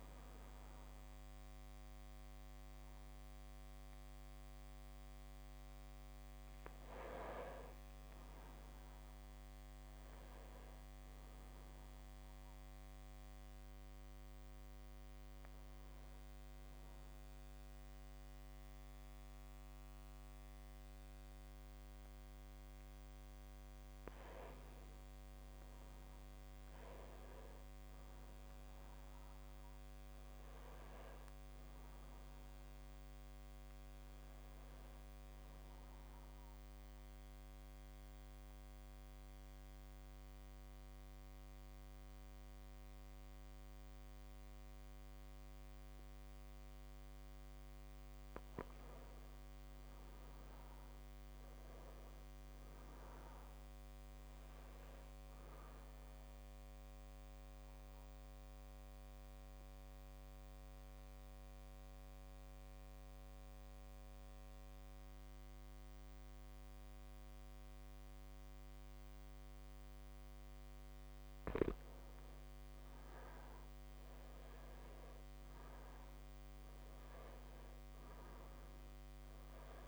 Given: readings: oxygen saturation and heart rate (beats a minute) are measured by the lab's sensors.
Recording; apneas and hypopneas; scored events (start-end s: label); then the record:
breathing in sleep, hard to hear, by a microphone on the trachea; 3
12.00-23.50 s: obstructive apnea (oxygen 98% before, 96% lowest)
24.50-28.00 s: arousal
37.50-47.50 s: central apnea (oxygen 99% before, 95% lowest)
49.00-52.50 s: arousal
57.00-72.00 s: mixed apnea (oxygen 99% before, 95% lowest)
73.00-77.00 s: arousal
From the record:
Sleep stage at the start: N2 (light sleep); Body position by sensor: on the back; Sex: male